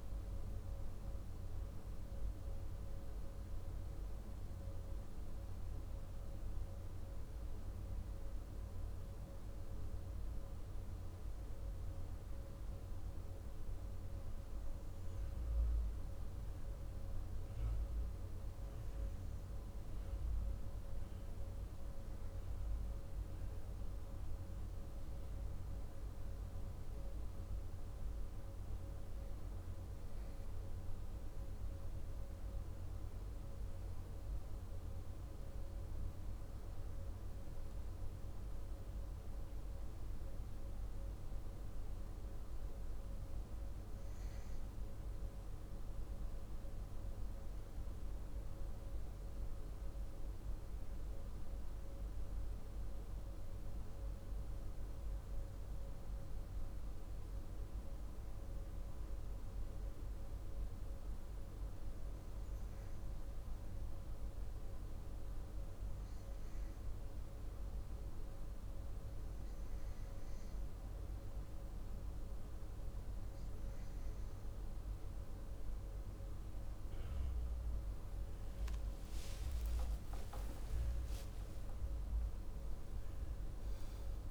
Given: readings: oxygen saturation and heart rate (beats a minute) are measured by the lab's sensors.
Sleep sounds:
breathing in sleep, hard to hear, by a room microphone; 1
43.50-74.00 s: hypopnea (oxygen 96% before, 93% lowest, heart rate 57 before, 53 extreme, up 8 after)
56.50-84.31 s: new sleep stage, N2 (light sleep)
76.50-82.00 s: arousal
From the record:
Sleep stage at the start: REM sleep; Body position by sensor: on the back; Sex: male

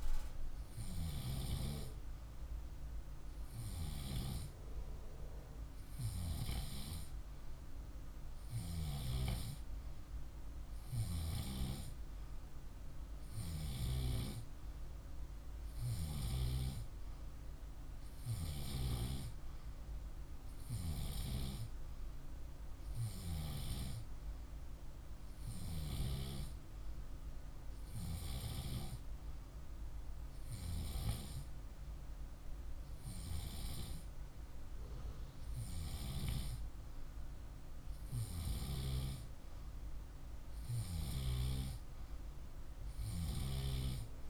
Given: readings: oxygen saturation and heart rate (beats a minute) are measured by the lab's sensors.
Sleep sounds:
breathing in sleep by a room microphone; none
none scored
From the record:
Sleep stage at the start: N2 (light sleep); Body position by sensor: on the left side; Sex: male

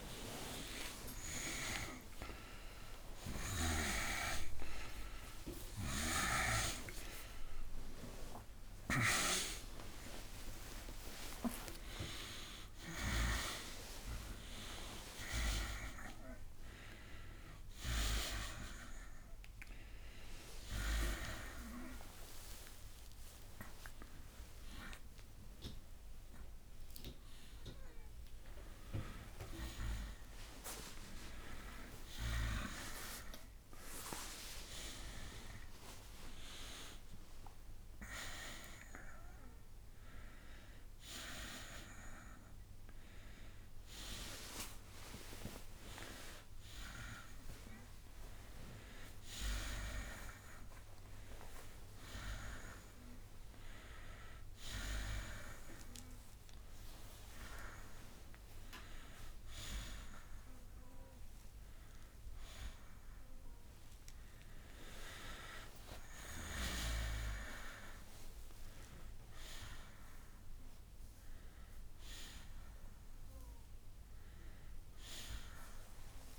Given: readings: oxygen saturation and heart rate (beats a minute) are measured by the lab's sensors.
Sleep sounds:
a person awake in a sleep study, by a room microphone; none
2.00-7.00 s: bradycardia (device-marked, heart rate 85 before, 55 extreme)
6.00-24.00 s: oxygen desaturation (device-marked, oxygen 95% before, 89% lowest, heart rate 115 before, 57 extreme)
28.00-31.00 s: bradycardia (device-marked, heart rate 87 before, 70 extreme)
From the record:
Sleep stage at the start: awake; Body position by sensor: on the back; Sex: male

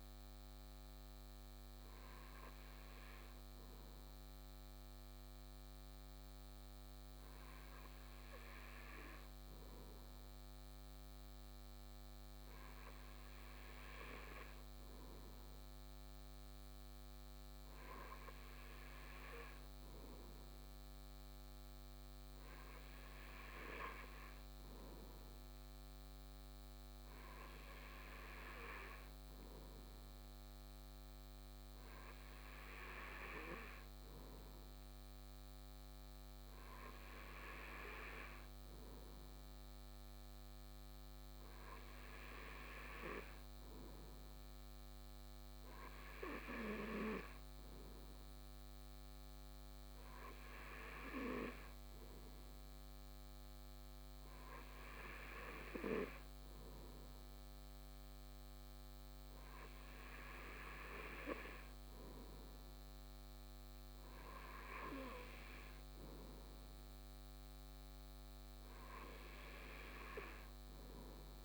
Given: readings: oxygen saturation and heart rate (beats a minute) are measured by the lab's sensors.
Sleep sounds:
breathing in sleep by a microphone on the trachea; none
none scored
From the record:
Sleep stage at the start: N2 (light sleep); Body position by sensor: on the right side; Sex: male

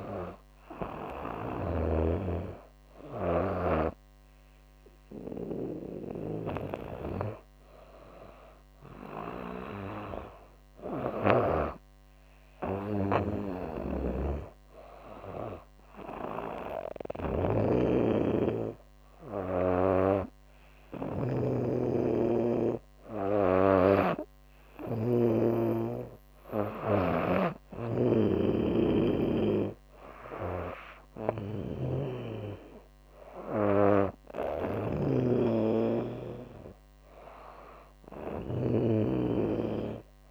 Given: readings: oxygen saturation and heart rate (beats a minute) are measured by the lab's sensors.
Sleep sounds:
breathing in sleep by a microphone on the trachea; none
0.00-10.50 s: snoring (device-marked)
12.50-16.50 s: snoring (device-marked)
21.00-24.50 s: snoring (device-marked)
26.50-40.31 s: snoring (device-marked)
From the record:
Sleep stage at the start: N2 (light sleep); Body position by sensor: on the back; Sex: female

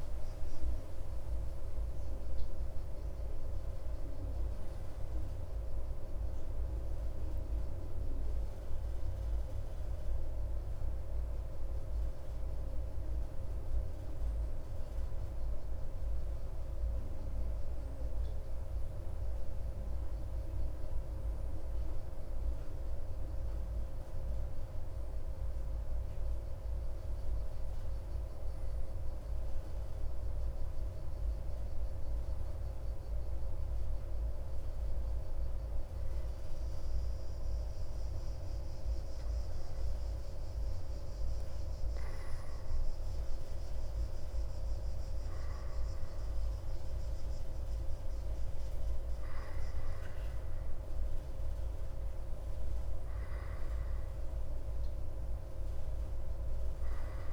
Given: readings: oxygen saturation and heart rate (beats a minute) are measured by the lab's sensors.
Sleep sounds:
breathing in sleep, hard to hear, by a room microphone; 1
31.50-44.00 s: hypopnea (oxygen 98% before, 96% lowest)
46.50-52.00 s: arousal
From the record:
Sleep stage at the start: N2 (light sleep); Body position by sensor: on the back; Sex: male

